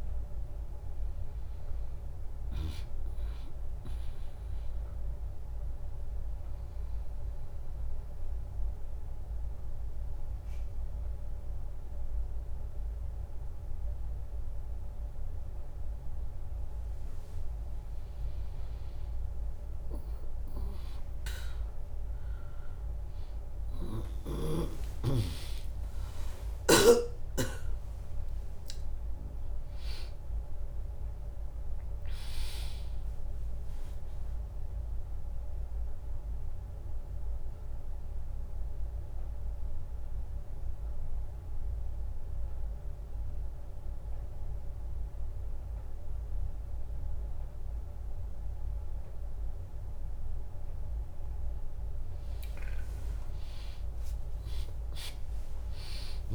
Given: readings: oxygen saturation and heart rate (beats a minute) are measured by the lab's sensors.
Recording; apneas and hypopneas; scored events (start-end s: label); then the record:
breathing in sleep by a room microphone; 2
0.00-6.00 s: drop in pulse transit time (device-marked, heart rate 66 extreme)
0.00-10.00 s: oxygen desaturation (device-marked, oxygen 95% lowest, heart rate 60 extreme)
6.00-17.50 s: mixed apnea (oxygen 100% before, 96% lowest, heart rate 82 before, 60 extreme)
23.00-29.00 s: arousal
26.00-38.00 s: drop in pulse transit time (device-marked, heart rate 73 before, 64 extreme)
34.50-50.50 s: mixed apnea (oxygen 100% before, 97% lowest, heart rate 73 before, 58 extreme, up 6 after)
52.00-55.50 s: arousal
From the record:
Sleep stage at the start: N2 (light sleep); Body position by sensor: on the back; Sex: female